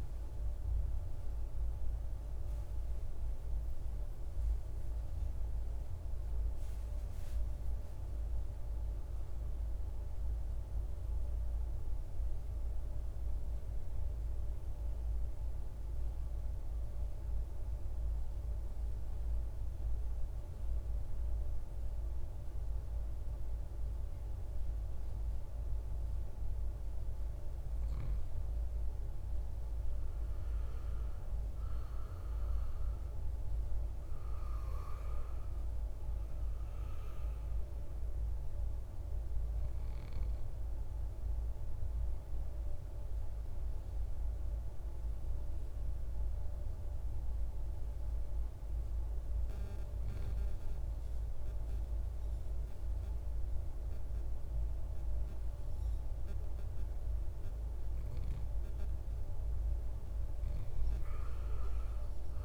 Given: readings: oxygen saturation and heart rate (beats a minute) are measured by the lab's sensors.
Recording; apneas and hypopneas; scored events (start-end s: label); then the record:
breathing in sleep, hard to hear, by a room microphone; 2
0.00-15.00 s: oxygen desaturation (device-marked, oxygen 87% lowest, heart rate 51 extreme)
9.00-26.00 s: mixed apnea (oxygen 97% before, 87% lowest, heart rate 72 before, 51 extreme, up 8 after)
30.00-34.00 s: arousal
36.00-53.00 s: oxygen desaturation (device-marked, oxygen 98% before, 92% lowest, heart rate 53 before, 51 extreme)
43.00-57.00 s: hypopnea (oxygen 99% before, 92% lowest, heart rate 56 before, 50 extreme, up 11 after)
60.50-62.45 s: arousal
From the record:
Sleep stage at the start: N2 (light sleep); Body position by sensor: on the right side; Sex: male